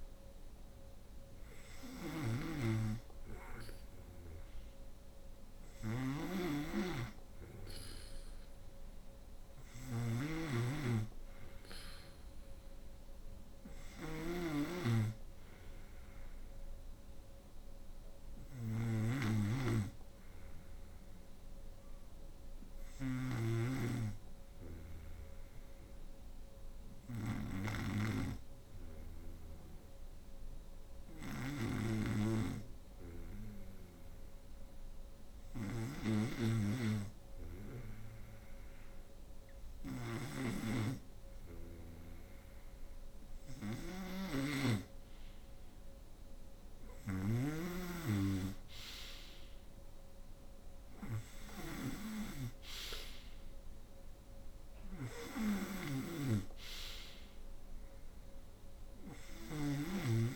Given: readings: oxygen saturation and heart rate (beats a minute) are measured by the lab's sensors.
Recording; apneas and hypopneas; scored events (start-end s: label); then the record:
breathing in sleep by a room microphone; 1
0.00-60.35 s: snoring (device-marked)
12.50-16.50 s: arousal
20.50-43.50 s: hypopnea (oxygen 93% before, 89% lowest, heart rate 66 before, 61 extreme, up 1 after)
40.00-60.35 s: oxygen desaturation (device-marked, oxygen 93% before, 89% lowest, heart rate 65 before, 61 extreme)
48.00-52.50 s: arousal
From the record:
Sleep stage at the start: N2 (light sleep); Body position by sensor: on the right side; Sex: female